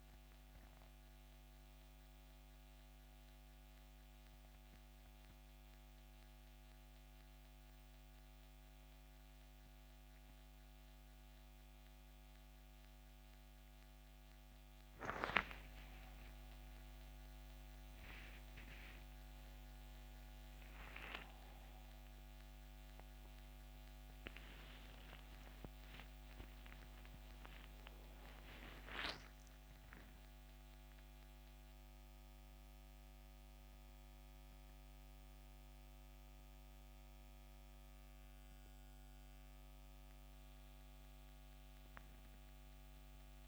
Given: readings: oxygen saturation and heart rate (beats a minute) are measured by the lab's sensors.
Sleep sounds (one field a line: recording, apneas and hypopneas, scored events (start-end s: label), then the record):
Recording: a person partly awake in a sleep study, by a microphone on the trachea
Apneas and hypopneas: none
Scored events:
0.00-14.00 s: oxygen desaturation (device-marked, oxygen 85% lowest, heart rate 70 extreme)
24.00-43.47 s: new sleep stage, awake
From the record:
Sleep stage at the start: N1 (lightest sleep)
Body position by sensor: on the back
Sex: male